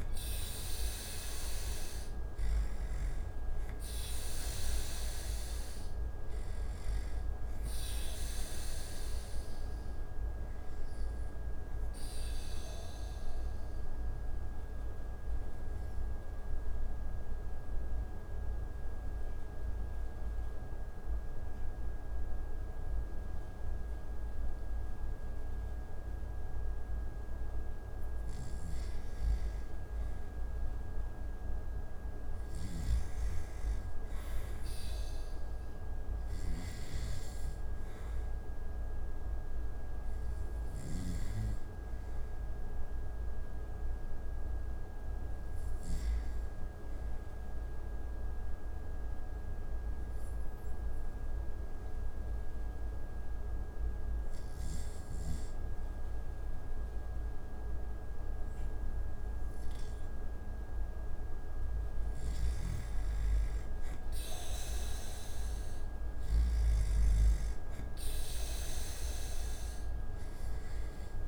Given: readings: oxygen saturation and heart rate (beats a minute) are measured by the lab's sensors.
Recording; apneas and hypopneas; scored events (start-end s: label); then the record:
breathing in sleep, hard to hear, by a room microphone; 2
9.00-25.50 s: obstructive apnea (oxygen 96% before, 88% lowest)
11.00-29.00 s: oxygen desaturation (device-marked, oxygen 95% before, 88% lowest)
29.00-32.50 s: arousal
38.00-56.00 s: oxygen desaturation (device-marked, oxygen 98% before, 90% lowest)
48.50-61.00 s: obstructive apnea (oxygen 98% before, 89% lowest)
63.00-67.50 s: arousal
From the record:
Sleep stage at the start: N2 (light sleep); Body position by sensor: on the back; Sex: male